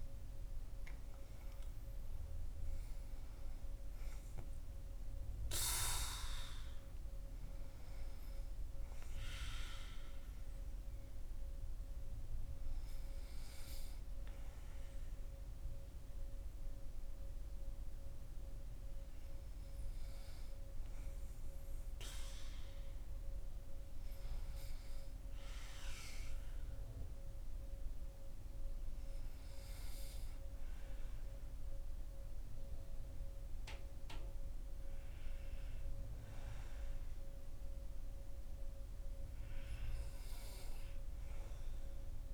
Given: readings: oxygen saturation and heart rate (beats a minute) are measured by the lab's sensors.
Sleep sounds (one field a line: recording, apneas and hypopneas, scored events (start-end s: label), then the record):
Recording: breathing in sleep by a room microphone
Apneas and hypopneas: none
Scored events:
none scored
From the record:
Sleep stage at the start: N2 (light sleep)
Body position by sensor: on the back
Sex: male